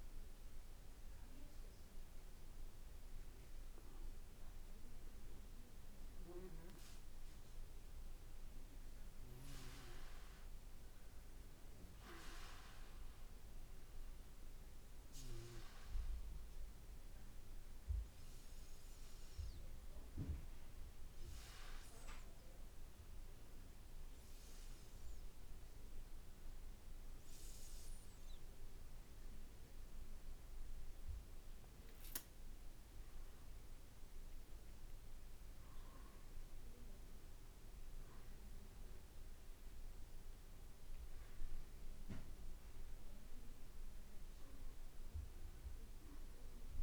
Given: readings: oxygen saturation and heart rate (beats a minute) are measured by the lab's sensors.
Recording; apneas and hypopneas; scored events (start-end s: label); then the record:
breathing in sleep by a room microphone; 1
11.00-29.50 s: hypopnea (oxygen 94% before, 92% lowest, heart rate 58 before, 58 extreme, up 2 after)
23.00-32.00 s: drop in pulse transit time (device-marked, heart rate 58 before, 58 extreme)
35.00-38.00 s: arousal
From the record:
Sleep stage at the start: N2 (light sleep); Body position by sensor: on the back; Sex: male